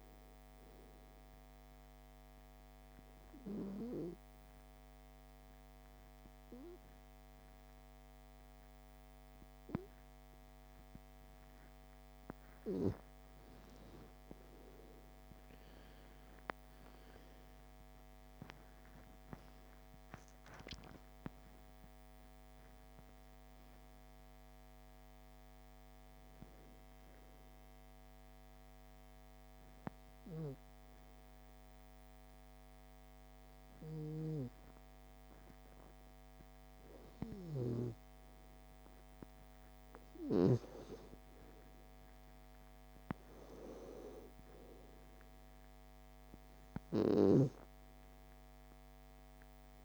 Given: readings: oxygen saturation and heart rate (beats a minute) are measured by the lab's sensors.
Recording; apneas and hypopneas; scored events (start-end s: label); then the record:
breathing in sleep by a microphone on the trachea; 2
1.00-12.00 s: obstructive apnea (oxygen 97% before, 89% lowest)
4.50-15.50 s: oxygen desaturation (device-marked, oxygen 97% before, 92% lowest)
15.50-20.50 s: arousal
23.50-39.50 s: oxygen desaturation (device-marked, oxygen 97% before, 89% lowest)
28.00-38.50 s: obstructive apnea (oxygen 97% before, 89% lowest)
41.50-45.50 s: arousal
From the record:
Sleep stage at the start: N2 (light sleep); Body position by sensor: on the back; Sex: female